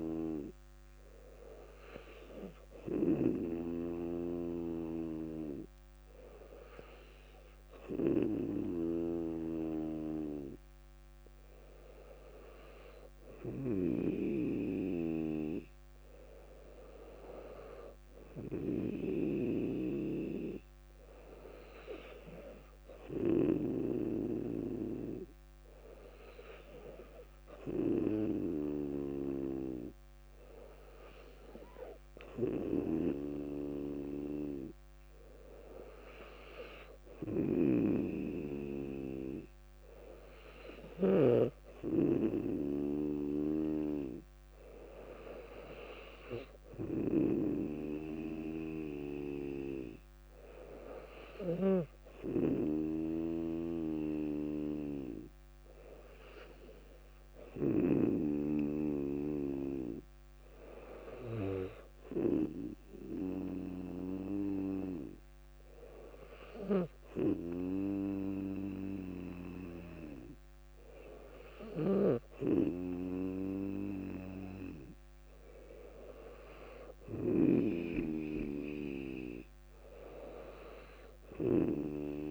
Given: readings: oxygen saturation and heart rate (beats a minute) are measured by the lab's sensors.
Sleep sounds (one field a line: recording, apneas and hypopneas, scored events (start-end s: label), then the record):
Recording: breathing in sleep by a microphone on the trachea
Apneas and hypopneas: 1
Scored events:
3.50-14.50 s: obstructive apnea (oxygen 98% before, 96% lowest, heart rate 60 before, 57 extreme, up 1 after)
17.00-21.00 s: arousal
From the record:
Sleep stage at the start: N2 (light sleep)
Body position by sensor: on the back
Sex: female